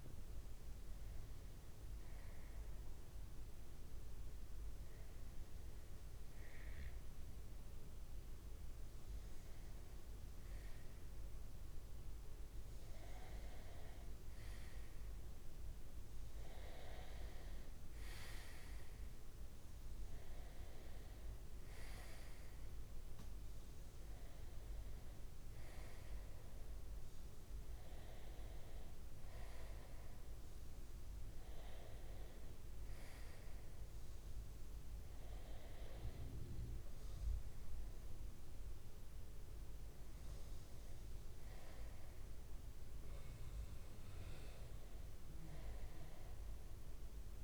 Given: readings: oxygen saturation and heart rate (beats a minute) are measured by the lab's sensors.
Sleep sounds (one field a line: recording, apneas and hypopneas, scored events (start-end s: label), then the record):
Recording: breathing in sleep, hard to hear, by a room microphone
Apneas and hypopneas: none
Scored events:
47.00-47.44 s: new sleep stage, N2 (light sleep)
From the record:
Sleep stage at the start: N1 (lightest sleep)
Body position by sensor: on the front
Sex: male